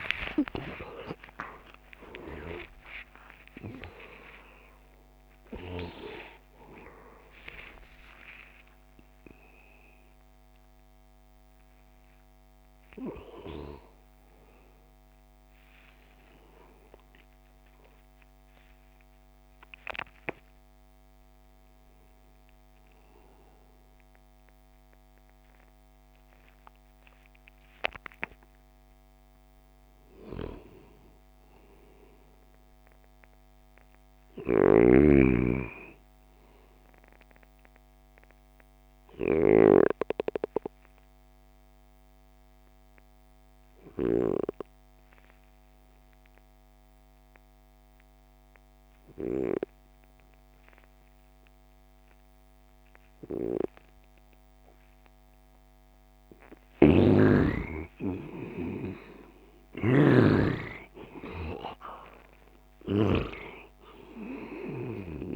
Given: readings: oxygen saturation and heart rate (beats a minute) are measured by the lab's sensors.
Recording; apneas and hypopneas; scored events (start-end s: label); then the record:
breathing in sleep by a microphone on the trachea; 1
0.00-18.00 s: oxygen desaturation (device-marked, oxygen 73% lowest)
11.00-41.00 s: new sleep stage, N1 (lightest sleep)
37.00-50.00 s: oxygen desaturation (device-marked, oxygen 98% before, 93% lowest)
37.50-55.50 s: obstructive apnea (oxygen 99% before, 88% lowest)
41.00-65.36 s: new sleep stage, N2 (light sleep)
56.50-60.00 s: snoring (device-marked)
57.00-61.00 s: arousal
57.00-65.36 s: oxygen desaturation (device-marked, oxygen 96% before, 88% lowest)
From the record:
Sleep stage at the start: N2 (light sleep); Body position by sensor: on the left side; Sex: male